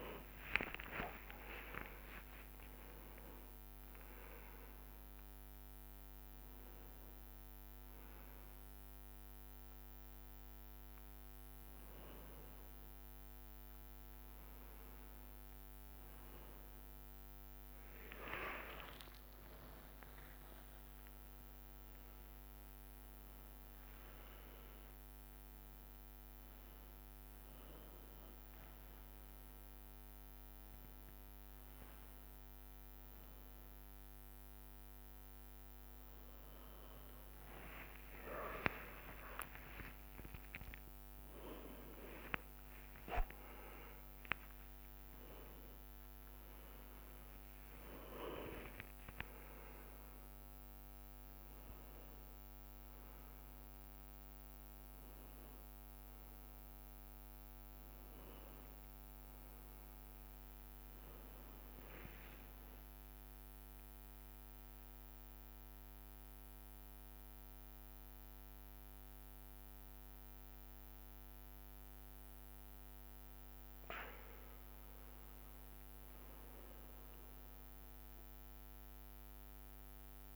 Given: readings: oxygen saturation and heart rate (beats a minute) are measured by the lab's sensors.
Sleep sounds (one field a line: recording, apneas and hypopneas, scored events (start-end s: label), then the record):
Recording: a person awake in a sleep study, by a microphone on the trachea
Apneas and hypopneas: none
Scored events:
0.00-4.50 s: tachycardia (device-marked, heart rate 185 extreme)
1.00-3.00 s: long interval between heartbeats (device-marked, heart rate 119 before, 114 extreme)
3.00-5.00 s: long interval between heartbeats (device-marked, heart rate 124 before, 137 extreme)
11.50-13.50 s: long interval between heartbeats (device-marked, heart rate 134 before, 90 extreme)
16.00-18.00 s: long interval between heartbeats (device-marked, heart rate 116 before, 98 extreme)
27.50-29.50 s: long interval between heartbeats (device-marked, heart rate 82 before, 81 extreme)
34.50-45.50 s: drop in pulse transit time (device-marked, heart rate 80 before, 72 extreme)
34.50-47.50 s: tachycardia (device-marked, heart rate 74 before, 149 extreme)
37.00-39.00 s: long interval between heartbeats (device-marked, heart rate 77 before, 86 extreme)
39.00-41.00 s: long interval between heartbeats (device-marked, heart rate 78 before, 118 extreme)
42.00-44.00 s: long interval between heartbeats (device-marked, heart rate 84 before, 135 extreme)
44.50-46.50 s: long interval between heartbeats (device-marked, heart rate 94 before, 135 extreme)
60.50-62.50 s: long interval between heartbeats (device-marked, heart rate 100 before, 75 extreme)
67.00-69.00 s: long interval between heartbeats (device-marked, heart rate 83 before, 71 extreme)
76.00-78.00 s: long interval between heartbeats (device-marked, heart rate 70 before, 67 extreme)
From the record:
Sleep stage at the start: awake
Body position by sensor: on the right side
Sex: male